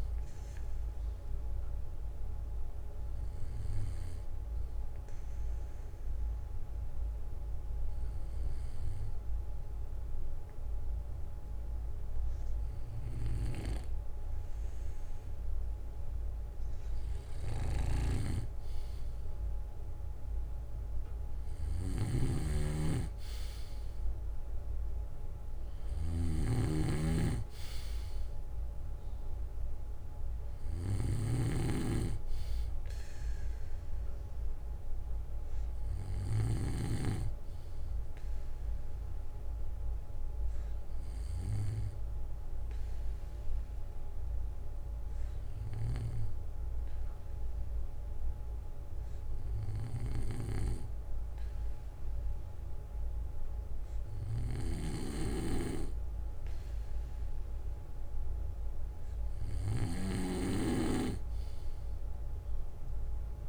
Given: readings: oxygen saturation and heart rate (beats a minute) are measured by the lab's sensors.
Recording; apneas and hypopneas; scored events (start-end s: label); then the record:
breathing in sleep by a room microphone; 1
21.50-37.00 s: snoring (device-marked)
41.00-56.00 s: obstructive apnea (oxygen 96% before, 93% lowest, heart rate 66 before, 58 extreme, up 9 after)
45.00-47.00 s: bradycardia (device-marked, heart rate 66 before, 62 extreme)
48.00-50.00 s: bradycardia (device-marked, heart rate 66 before, 59 extreme)
59.50-63.48 s: snoring (device-marked)
From the record:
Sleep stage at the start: N2 (light sleep); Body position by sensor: on the back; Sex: male